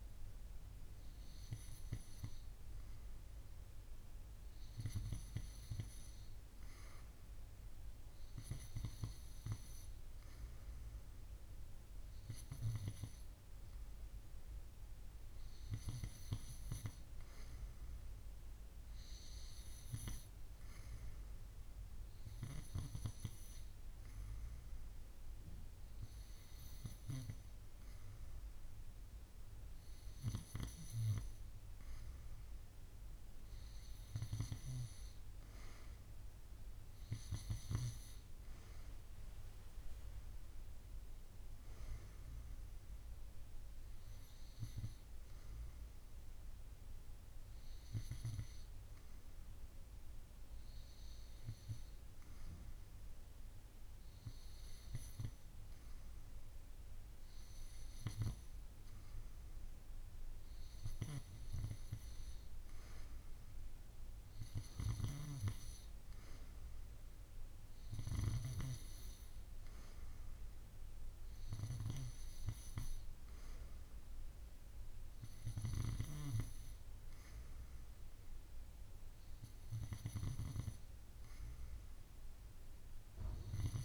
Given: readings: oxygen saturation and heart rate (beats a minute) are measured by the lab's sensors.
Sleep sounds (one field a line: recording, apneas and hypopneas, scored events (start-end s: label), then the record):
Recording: breathing in sleep by a room microphone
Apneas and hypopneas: none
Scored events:
none scored
From the record:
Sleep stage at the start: N2 (light sleep)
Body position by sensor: on the right side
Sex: female